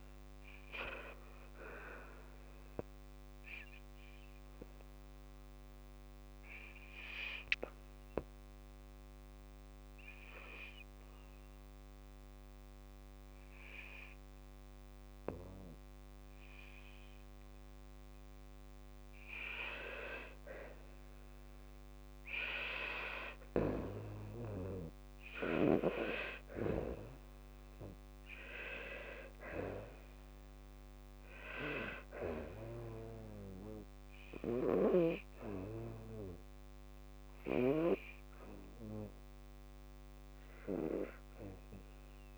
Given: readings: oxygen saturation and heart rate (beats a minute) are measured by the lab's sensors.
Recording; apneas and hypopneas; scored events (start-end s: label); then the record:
breathing in sleep by a microphone on the trachea; 1
7.00-22.00 s: hypopnea (oxygen 99% before, 93% lowest, heart rate 58 before, 56 extreme, up 2 after)
9.00-24.00 s: oxygen desaturation (device-marked, oxygen 98% before, 93% lowest, heart rate 58 before, 56 extreme)
26.00-29.50 s: arousal
From the record:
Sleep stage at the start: N2 (light sleep); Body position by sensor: on the back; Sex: female